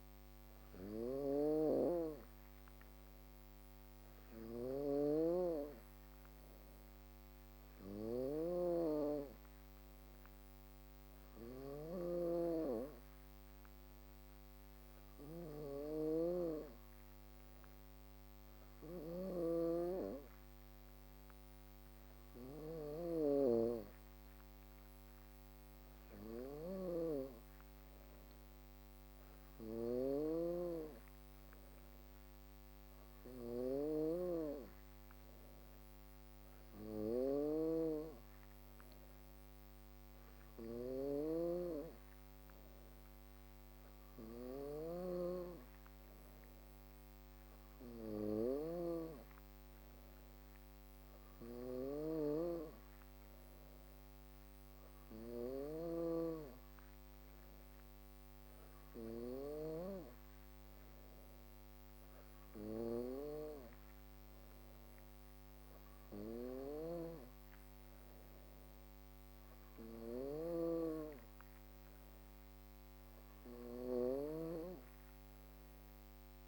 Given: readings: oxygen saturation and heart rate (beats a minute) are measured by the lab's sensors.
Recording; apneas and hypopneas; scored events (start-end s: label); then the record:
breathing in sleep by a microphone on the trachea; none
0.00-76.48 s: snoring (device-marked)
From the record:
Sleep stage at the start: N2 (light sleep); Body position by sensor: on the back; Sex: female